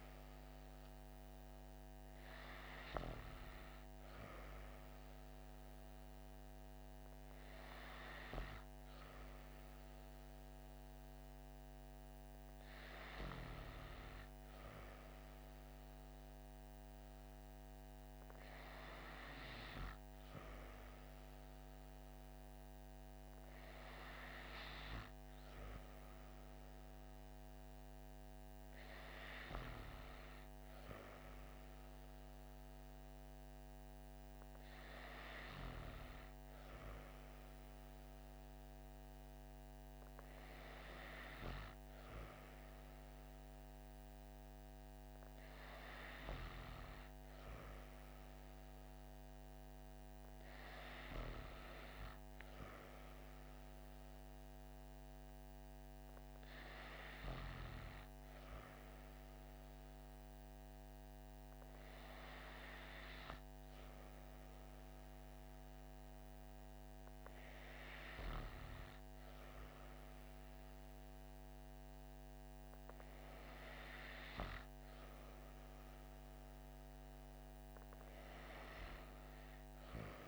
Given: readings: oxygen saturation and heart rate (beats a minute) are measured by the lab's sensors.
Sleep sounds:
breathing in sleep by a microphone on the trachea; none
none scored
From the record:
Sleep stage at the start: N2 (light sleep); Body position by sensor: on the back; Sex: female

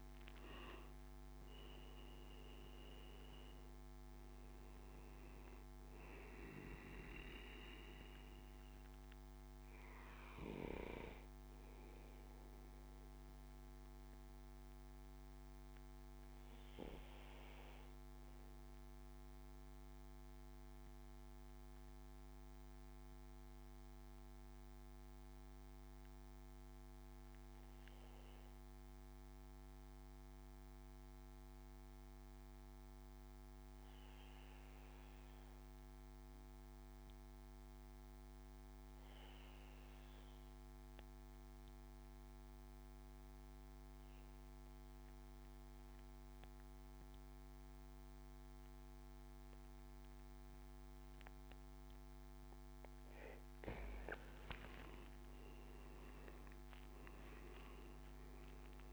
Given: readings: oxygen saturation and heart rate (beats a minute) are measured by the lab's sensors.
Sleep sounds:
breathing in sleep by a microphone on the trachea; 1
0.00-20.00 s: oxygen desaturation (device-marked, oxygen 92% lowest, heart rate 62 extreme)
13.00-51.50 s: obstructive apnea (oxygen 98% before, 92% lowest, heart rate 72 before, 63 extreme, up 16 after)
42.00-58.93 s: oxygen desaturation (device-marked, oxygen 99% before, 93% lowest, heart rate 67 before, 63 extreme)
54.00-58.50 s: arousal
From the record:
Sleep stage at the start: N2 (light sleep); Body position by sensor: on the back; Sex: male

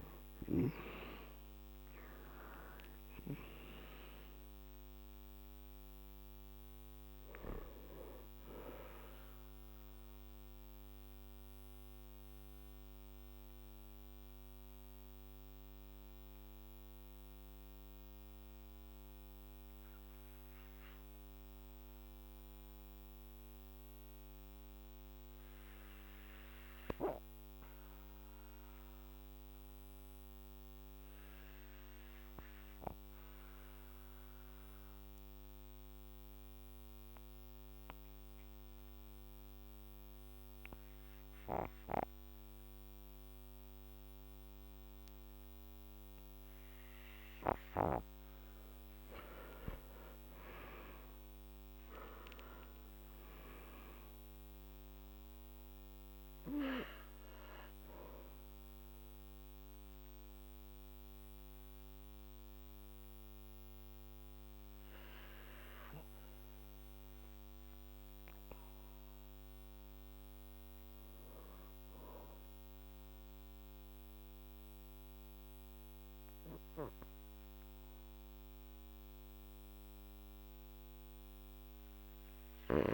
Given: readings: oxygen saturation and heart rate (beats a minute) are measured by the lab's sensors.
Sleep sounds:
breathing in sleep by a microphone on the trachea; 2
0.00-5.00 s: arousal
0.00-14.50 s: oxygen desaturation (device-marked, oxygen 91% lowest, heart rate 43 extreme)
11.50-48.00 s: mixed apnea (oxygen 97% before, 77% lowest, heart rate 53 before, 47 extreme, up 17 after)
23.50-41.50 s: oxygen desaturation (device-marked, oxygen 92% before, 77% lowest, heart rate 55 before, 47 extreme)
49.50-53.50 s: arousal
58.50-70.50 s: mixed apnea (oxygen 98% before, 86% lowest, heart rate 53 before, 47 extreme, up 9 after)
71.50-82.94 s: oxygen desaturation (device-marked, oxygen 96% before, 86% lowest, heart rate 55 before, 47 extreme)
72.00-75.50 s: arousal
From the record:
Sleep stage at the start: N2 (light sleep); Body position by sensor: on the back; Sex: male

